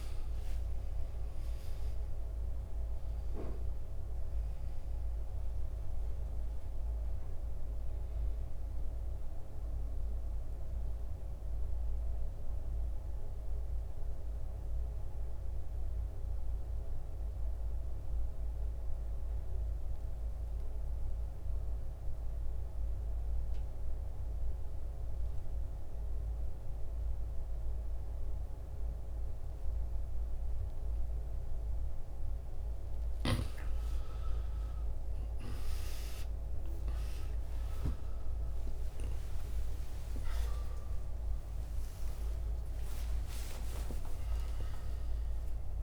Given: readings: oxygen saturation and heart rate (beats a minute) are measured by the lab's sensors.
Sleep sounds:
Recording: a person partly awake in a sleep study, hard to hear, by a room microphone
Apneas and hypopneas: 1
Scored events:
0.00-3.50 s: arousal
3.00-26.00 s: oxygen desaturation (device-marked, oxygen 91% before, 87% lowest, heart rate 75 before, 68 extreme)
7.50-32.50 s: mixed apnea (oxygen 93% before, 81% lowest, heart rate 76 before, 68 extreme, up 38 after)
24.00-45.83 s: new sleep stage, awake
38.00-45.83 s: oxygen desaturation (device-marked, oxygen 92% before, 81% lowest, heart rate 70 before, 80 extreme)
From the record:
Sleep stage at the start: N2 (light sleep)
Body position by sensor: on the back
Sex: male

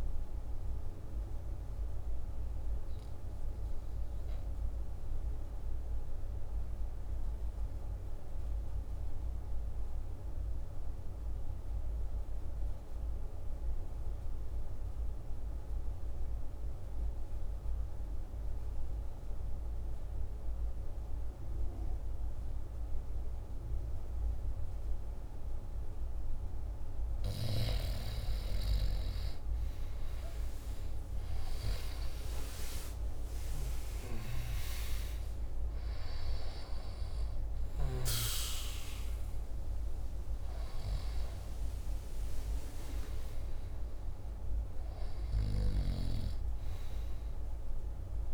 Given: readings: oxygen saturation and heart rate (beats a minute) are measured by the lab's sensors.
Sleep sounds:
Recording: breathing in sleep by a room microphone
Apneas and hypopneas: 1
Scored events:
0.00-7.00 s: oxygen desaturation (device-marked, oxygen 85% lowest, heart rate 48 extreme)
2.50-26.00 s: obstructive apnea (oxygen 96% before, 82% lowest, heart rate 55 before, 49 extreme, up 14 after)
21.00-48.34 s: oxygen desaturation (device-marked, oxygen 99% before, 82% lowest, heart rate 49 before, 48 extreme)
28.00-30.50 s: arousal
From the record:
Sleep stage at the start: N2 (light sleep)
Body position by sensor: on the back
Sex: male

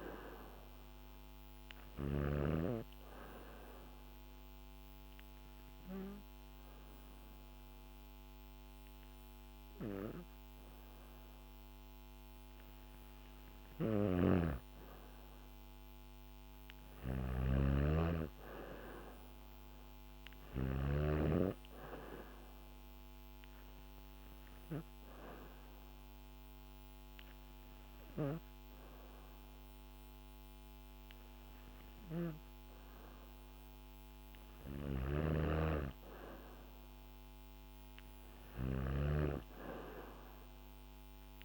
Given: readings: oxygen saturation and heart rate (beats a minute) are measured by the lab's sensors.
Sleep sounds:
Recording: breathing in sleep by a microphone on the trachea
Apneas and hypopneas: 2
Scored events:
0.00-1.50 s: snoring (device-marked)
0.00-11.00 s: oxygen desaturation (device-marked, oxygen 92% lowest, heart rate 67 extreme)
2.50-14.00 s: obstructive apnea (oxygen 97% before, 92% lowest, heart rate 69 before, 67 extreme, up 0 after)
13.00-20.50 s: snoring (device-marked)
16.50-19.50 s: arousal
21.00-30.00 s: oxygen desaturation (device-marked, oxygen 96% before, 92% lowest, heart rate 71 before, 68 extreme)
23.00-33.50 s: hypopnea (oxygen 97% before, 92% lowest, heart rate 71 before, 68 extreme, up 2 after)
34.00-41.45 s: snoring (device-marked)
35.50-38.50 s: arousal
From the record:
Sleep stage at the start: N2 (light sleep)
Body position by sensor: on the back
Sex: female

